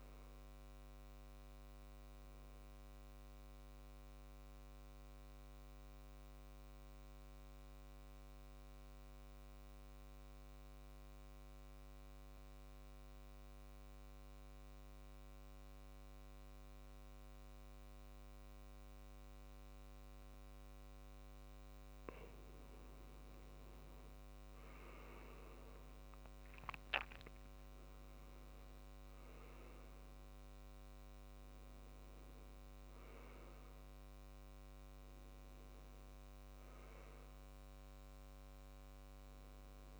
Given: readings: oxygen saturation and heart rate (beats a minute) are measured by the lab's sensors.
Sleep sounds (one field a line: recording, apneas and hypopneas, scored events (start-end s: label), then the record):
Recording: breathing in sleep, hard to hear, by a microphone on the trachea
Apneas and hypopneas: 1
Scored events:
2.50-21.50 s: mixed apnea (oxygen 98% before, 90% lowest, heart rate 68 before, 65 extreme, up 10 after)
23.00-26.00 s: arousal
25.00-40.00 s: oxygen desaturation (device-marked, oxygen 98% before, 90% lowest, heart rate 68 before, 67 extreme)
From the record:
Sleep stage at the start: N2 (light sleep)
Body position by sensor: on the back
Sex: male